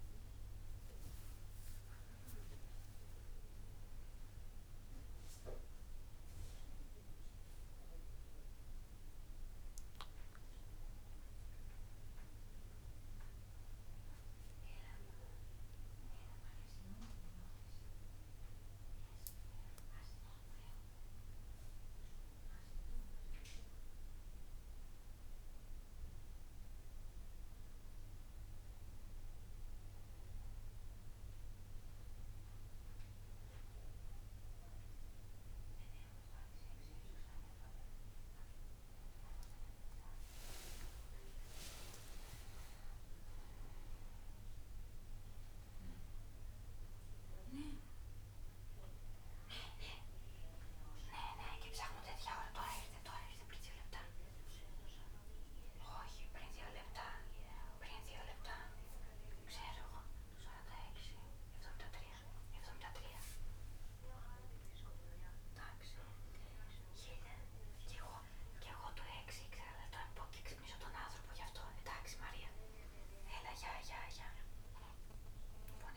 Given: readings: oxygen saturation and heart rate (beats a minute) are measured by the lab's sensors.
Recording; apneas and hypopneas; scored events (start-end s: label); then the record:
a person partly awake in a sleep study, by a room microphone; 2
10.00-70.00 s: new sleep stage, N2 (light sleep)
17.00-28.50 s: hypopnea (oxygen 99% before, 94% lowest, heart rate 77 before, 73 extreme, up 4 after)
30.50-33.50 s: arousal
38.00-55.00 s: oxygen desaturation (device-marked, oxygen 97% before, 94% lowest, heart rate 75 before, 69 extreme)
41.50-45.50 s: arousal
55.50-66.00 s: hypopnea (oxygen 98% before, 94% lowest, heart rate 80 before, 69 extreme, up 8 after)
70.00-75.97 s: new sleep stage, awake
From the record:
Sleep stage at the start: awake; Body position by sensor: on the back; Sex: male